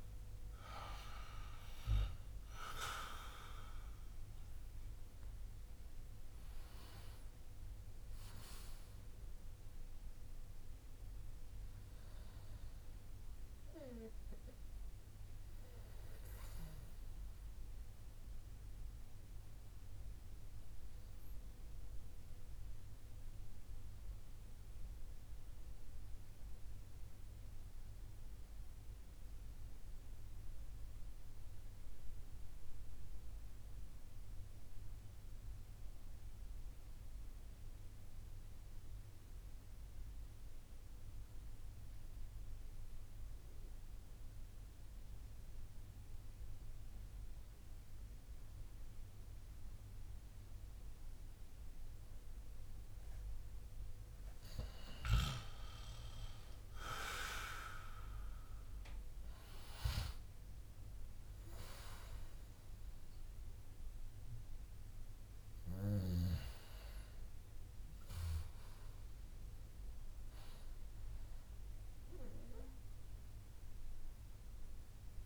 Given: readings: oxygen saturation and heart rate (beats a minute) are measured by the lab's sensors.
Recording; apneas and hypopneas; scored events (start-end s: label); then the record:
breathing in sleep by a room microphone; 1
0.00-2.00 s: arousal
0.00-13.00 s: oxygen desaturation (device-marked, oxygen 93% lowest)
18.50-53.50 s: mixed apnea (oxygen 97% before, 91% lowest)
56.00-61.00 s: arousal
From the record:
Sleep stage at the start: N2 (light sleep); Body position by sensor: on the back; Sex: male